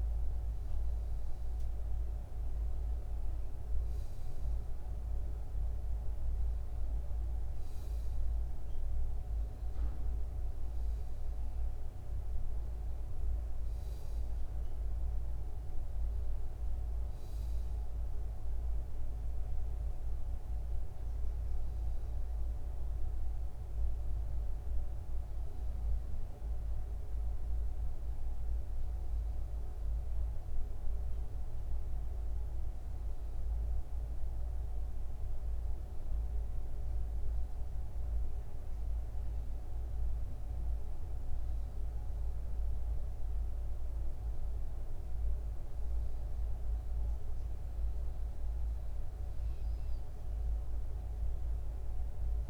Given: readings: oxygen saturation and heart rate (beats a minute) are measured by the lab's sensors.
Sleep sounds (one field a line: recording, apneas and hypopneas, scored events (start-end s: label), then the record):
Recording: breathing in sleep, hard to hear, by a room microphone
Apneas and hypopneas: none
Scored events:
18.00-52.50 s: new sleep stage, N1 (lightest sleep)
49.00-51.00 s: long interval between heartbeats (device-marked, heart rate 88 before, 84 extreme)
50.00-52.50 s: bradycardia (device-marked, heart rate 96 before, 36 extreme)
From the record:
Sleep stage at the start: N2 (light sleep)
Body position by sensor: upright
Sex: male